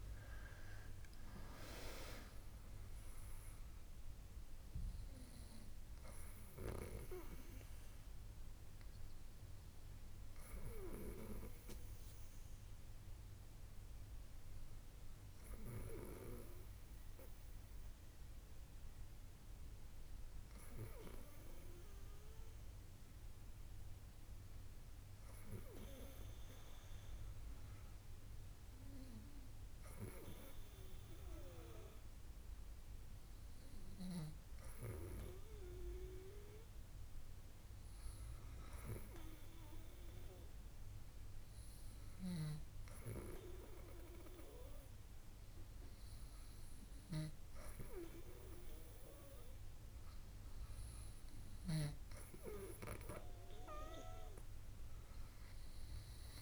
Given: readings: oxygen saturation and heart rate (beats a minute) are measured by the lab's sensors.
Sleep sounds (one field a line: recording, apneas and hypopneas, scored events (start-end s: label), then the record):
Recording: breathing in sleep by a room microphone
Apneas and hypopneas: 1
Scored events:
0.00-1.00 s: arousal
5.50-47.00 s: obstructive apnea (oxygen 98% before, 94% lowest, heart rate 68 before, 63 extreme, up 5 after)
51.00-53.00 s: oxygen desaturation (device-marked, oxygen 97% before, 96% lowest, heart rate 67 before, 64 extreme)
From the record:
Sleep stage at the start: N2 (light sleep)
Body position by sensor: on the back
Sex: female